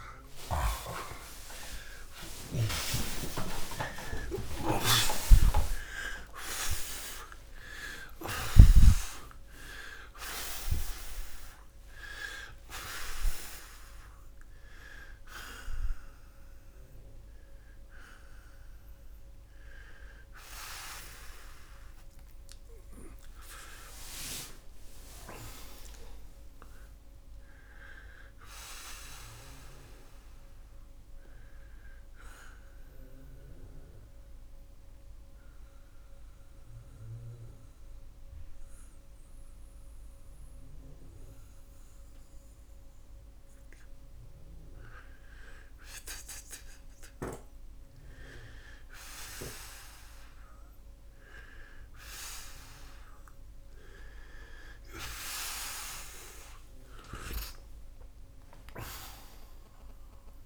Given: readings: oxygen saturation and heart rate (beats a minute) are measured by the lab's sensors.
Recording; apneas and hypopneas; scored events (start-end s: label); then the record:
breathing in sleep by a room microphone; 1
0.00-4.50 s: arousal
30.00-55.00 s: oxygen desaturation (device-marked, oxygen 92% before, 84% lowest, heart rate 52 before, 66 extreme)
34.50-49.00 s: mixed apnea (oxygen 93% before, 84% lowest, heart rate 58 before, 66 extreme, up 10 after)
55.50-59.50 s: arousal
From the record:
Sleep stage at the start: N2 (light sleep); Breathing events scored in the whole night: 298 in 4.0 hours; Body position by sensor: on the back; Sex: male